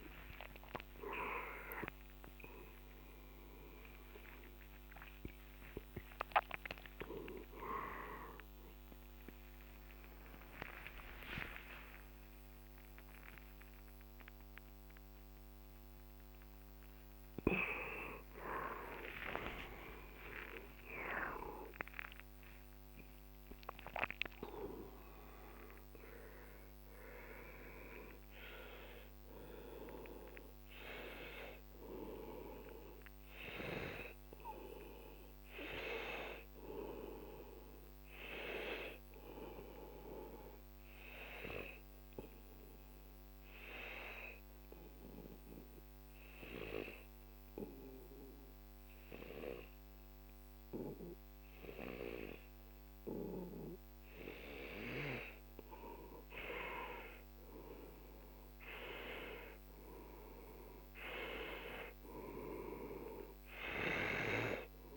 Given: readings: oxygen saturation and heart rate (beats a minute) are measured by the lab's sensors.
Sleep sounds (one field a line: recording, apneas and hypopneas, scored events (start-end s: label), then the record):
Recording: a person partly awake in a sleep study, by a microphone on the trachea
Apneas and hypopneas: 1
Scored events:
21.50-64.97 s: new sleep stage, N2 (light sleep)
41.50-55.00 s: obstructive apnea (oxygen 98% before, 92% lowest, heart rate 62 before, 47 extreme, up 11 after)
58.00-62.00 s: arousal
58.50-64.97 s: oxygen desaturation (device-marked, oxygen 97% before, 92% lowest, heart rate 50 before, 46 extreme)
From the record:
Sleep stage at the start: awake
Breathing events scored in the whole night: 309 in 4.6 hours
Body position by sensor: on the back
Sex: male